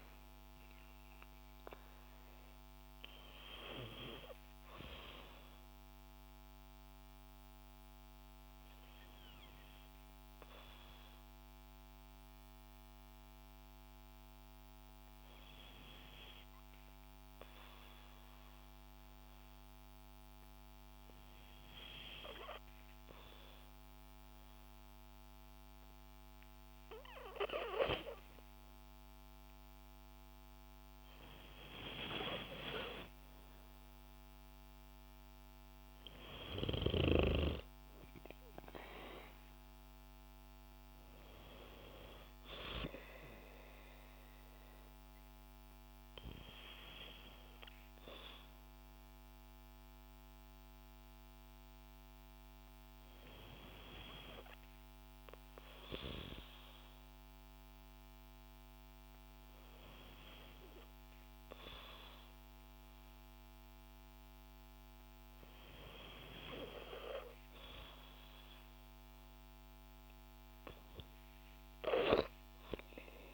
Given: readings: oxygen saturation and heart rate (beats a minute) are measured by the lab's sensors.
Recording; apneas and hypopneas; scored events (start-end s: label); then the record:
breathing in sleep by a microphone on the trachea; 2
0.00-21.50 s: oxygen desaturation (device-marked, oxygen 91% lowest, heart rate 52 extreme)
7.00-29.00 s: obstructive apnea (oxygen 97% before, 91% lowest, heart rate 56 before, 54 extreme, up 2 after)
31.50-34.50 s: arousal
33.50-58.50 s: oxygen desaturation (device-marked, oxygen 97% before, 92% lowest, heart rate 59 before, 54 extreme)
46.00-61.50 s: hypopnea (oxygen 98% before, 91% lowest, heart rate 59 before, 54 extreme, up 4 after)
64.50-67.00 s: arousal
From the record:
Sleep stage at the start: N2 (light sleep); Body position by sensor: on the back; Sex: female